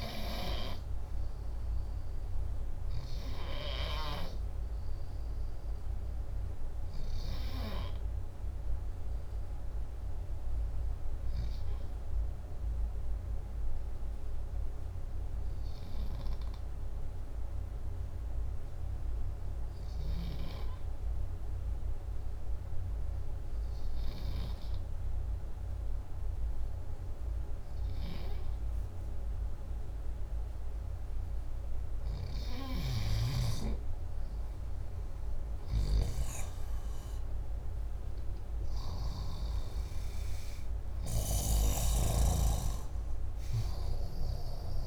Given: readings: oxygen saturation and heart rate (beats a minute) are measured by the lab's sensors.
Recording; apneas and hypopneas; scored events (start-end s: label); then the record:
breathing in sleep by a room microphone; 1
10.00-30.00 s: hypopnea (oxygen 98% before, 92% lowest, heart rate 60 before, 55 extreme, up 3 after)
16.50-25.50 s: oxygen desaturation (device-marked, oxygen 96% before, 92% lowest, heart rate 60 before, 59 extreme)
32.50-37.00 s: arousal
41.50-44.87 s: oxygen desaturation (device-marked, oxygen 98% before, 93% lowest, heart rate 61 before, 55 extreme)
From the record:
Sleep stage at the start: N2 (light sleep); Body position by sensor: upright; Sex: male